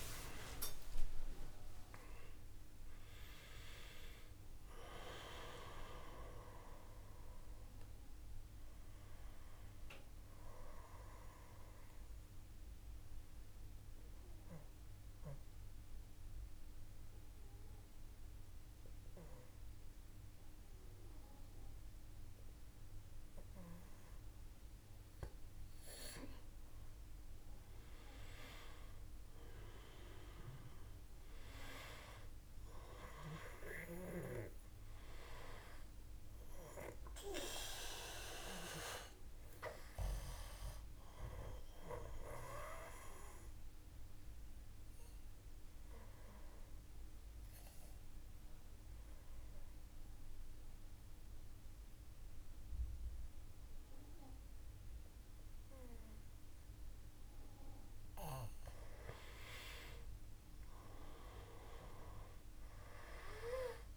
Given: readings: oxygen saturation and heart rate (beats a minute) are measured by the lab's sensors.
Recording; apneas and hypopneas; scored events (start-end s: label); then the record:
breathing in sleep by a room microphone; 2
0.00-1.00 s: oxygen desaturation (device-marked, oxygen 90% lowest, heart rate 55 extreme)
3.00-8.00 s: arousal
11.50-24.50 s: obstructive apnea (oxygen 95% before, 92% lowest, heart rate 86 before, 55 extreme, up 3 after)
27.00-31.00 s: arousal
34.00-54.00 s: oxygen desaturation (device-marked, oxygen 97% before, 92% lowest, heart rate 57 before, 55 extreme)
42.00-57.00 s: obstructive apnea (oxygen 98% before, 90% lowest, heart rate 56 before, 56 extreme, up 2 after)
59.50-63.50 s: arousal
From the record:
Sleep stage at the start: N2 (light sleep); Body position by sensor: on the back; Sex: male